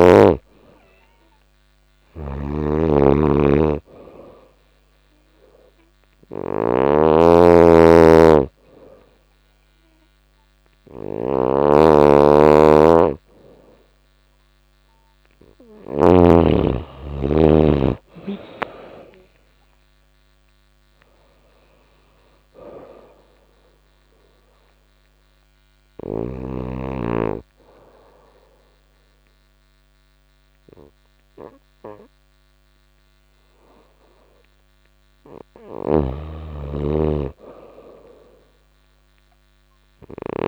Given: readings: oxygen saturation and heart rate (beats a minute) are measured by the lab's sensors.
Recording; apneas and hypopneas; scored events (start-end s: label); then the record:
breathing in sleep by a microphone on the trachea; 2
0.00-1.00 s: arousal
0.00-15.50 s: snoring (device-marked)
5.00-15.50 s: hypopnea (oxygen 95% before, 90% lowest, heart rate 89 before, 88 extreme, up 14 after)
7.00-18.00 s: oxygen desaturation (device-marked, oxygen 95% before, 90% lowest, heart rate 89 before, 88 extreme)
16.50-20.50 s: arousal
23.00-34.50 s: hypopnea (oxygen 95% before, 90% lowest, heart rate 92 before, 88 extreme, up 1 after)
35.00-40.48 s: snoring (device-marked)
36.00-40.00 s: arousal
From the record:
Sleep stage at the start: N2 (light sleep); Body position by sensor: on the right side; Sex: female